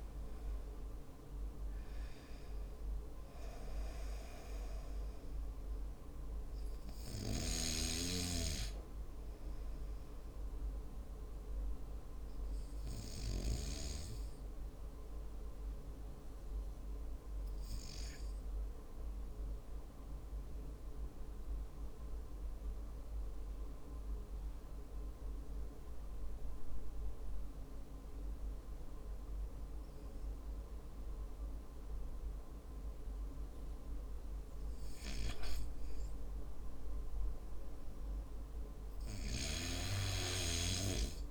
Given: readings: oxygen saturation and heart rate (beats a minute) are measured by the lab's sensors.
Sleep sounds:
breathing in sleep by a room microphone; 1
19.50-34.50 s: central apnea (oxygen 96% before, 93% lowest, heart rate 56 before, 49 extreme, up 10 after)
37.50-41.31 s: arousal
From the record:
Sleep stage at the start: N2 (light sleep); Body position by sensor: on the back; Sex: male

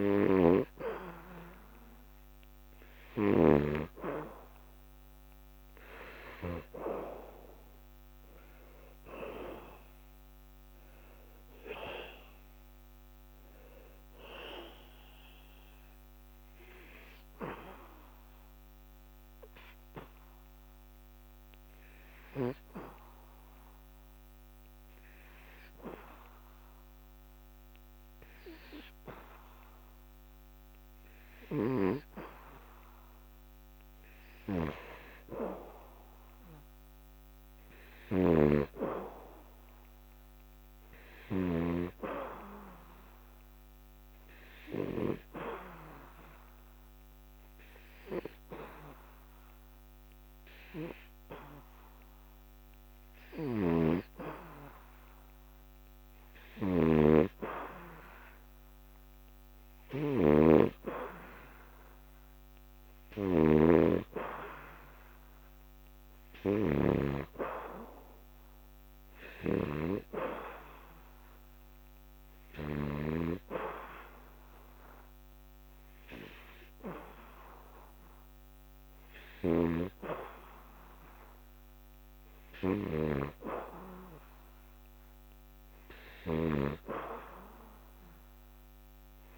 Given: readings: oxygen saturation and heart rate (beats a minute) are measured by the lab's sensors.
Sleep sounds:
breathing in sleep by a microphone on the trachea; 1
0.00-11.50 s: oxygen desaturation (device-marked, oxygen 90% lowest, heart rate 75 extreme)
16.00-32.00 s: hypopnea (oxygen 94% before, 92% lowest, heart rate 79 before, 73 extreme)
35.00-38.00 s: arousal
43.50-58.50 s: oxygen desaturation (device-marked, oxygen 97% before, 92% lowest, heart rate 78 before, 73 extreme)
From the record:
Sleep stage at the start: N2 (light sleep); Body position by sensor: on the back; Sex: male

